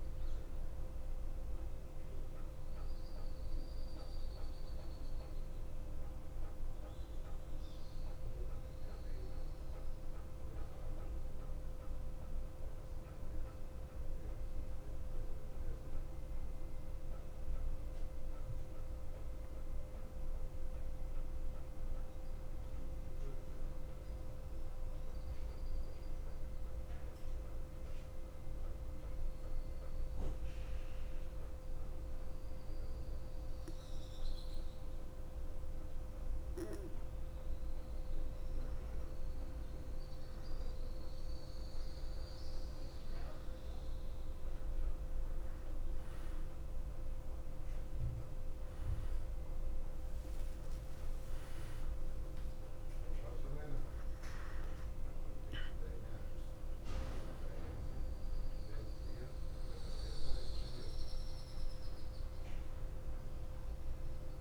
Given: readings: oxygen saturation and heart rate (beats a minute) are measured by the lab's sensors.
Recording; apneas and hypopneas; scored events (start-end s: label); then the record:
breathing in sleep, hard to hear, by a room microphone; 1
0.00-19.00 s: oxygen desaturation (device-marked, oxygen 89% lowest, heart rate 52 extreme)
3.50-36.00 s: central apnea (oxygen 94% before, 89% lowest, heart rate 66 before, 52 extreme, up 2 after)
17.00-64.41 s: new sleep stage, N2 (light sleep)
38.00-42.50 s: arousal
47.00-64.41 s: oxygen desaturation (device-marked, oxygen 97% before, 89% lowest, heart rate 53 before, 53 extreme)
From the record:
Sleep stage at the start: N1 (lightest sleep); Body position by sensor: on the back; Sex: male